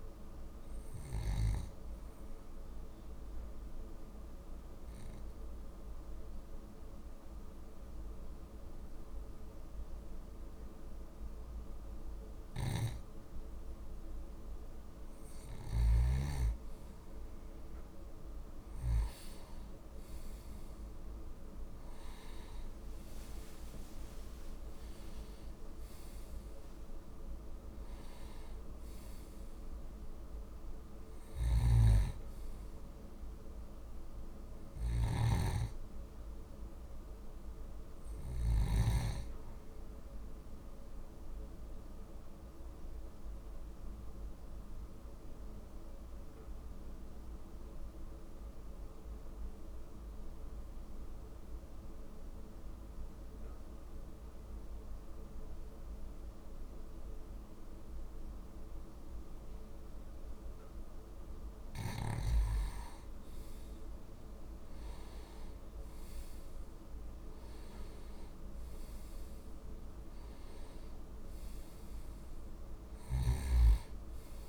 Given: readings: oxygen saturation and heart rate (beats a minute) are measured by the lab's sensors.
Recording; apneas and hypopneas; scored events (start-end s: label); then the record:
breathing in sleep by a room microphone; 2
0.00-2.00 s: arousal
3.50-15.00 s: mixed apnea (oxygen 97% before, 93% lowest, heart rate 51 before, 49 extreme, up 4 after)
12.00-19.00 s: oxygen desaturation (device-marked, oxygen 96% before, 93% lowest, heart rate 50 before, 49 extreme)
19.00-23.00 s: arousal
31.00-38.50 s: snoring (device-marked)
41.50-62.00 s: obstructive apnea (oxygen 96% before, 92% lowest, heart rate 52 before, 48 extreme, up 4 after)
64.50-69.00 s: arousal
73.00-74.49 s: snoring (device-marked)
From the record:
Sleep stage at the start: N2 (light sleep); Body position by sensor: on the back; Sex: male